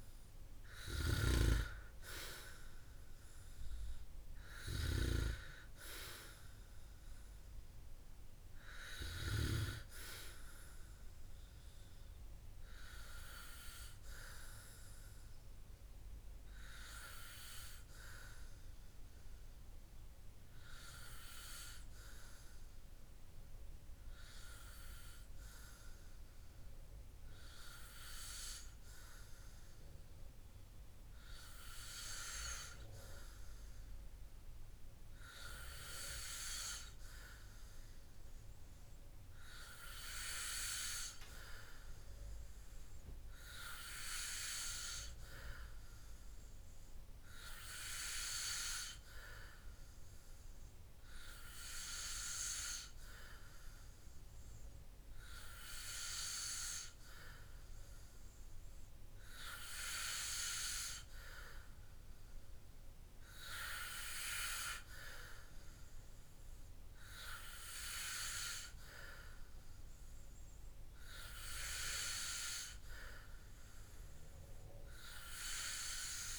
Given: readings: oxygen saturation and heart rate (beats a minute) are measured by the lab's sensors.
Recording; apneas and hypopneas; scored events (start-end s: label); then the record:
breathing in sleep by a room microphone; 1
17.50-31.00 s: hypopnea (oxygen 94% before, 94% lowest, heart rate 65 before, 58 extreme, up 1 after)
34.00-37.00 s: arousal
70.00-76.39 s: new sleep stage, N3 (deep sleep)
From the record:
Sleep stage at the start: N2 (light sleep); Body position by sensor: on the back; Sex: male